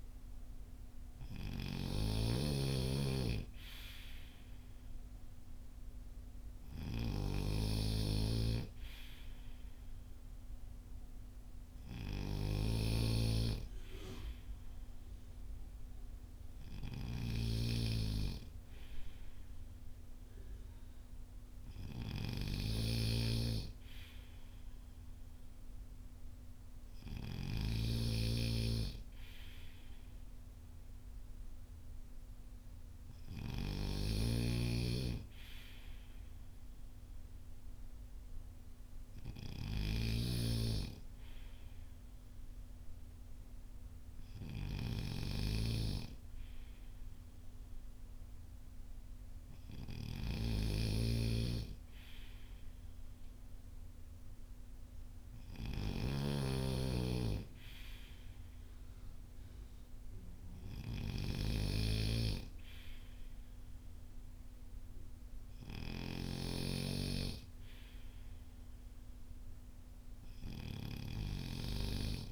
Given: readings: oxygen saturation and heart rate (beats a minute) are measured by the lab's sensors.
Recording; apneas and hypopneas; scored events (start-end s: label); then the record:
breathing in sleep by a room microphone; none
0.00-27.50 s: snoring (device-marked)
33.50-72.32 s: snoring (device-marked)
From the record:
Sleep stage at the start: N2 (light sleep); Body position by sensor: on the front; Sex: male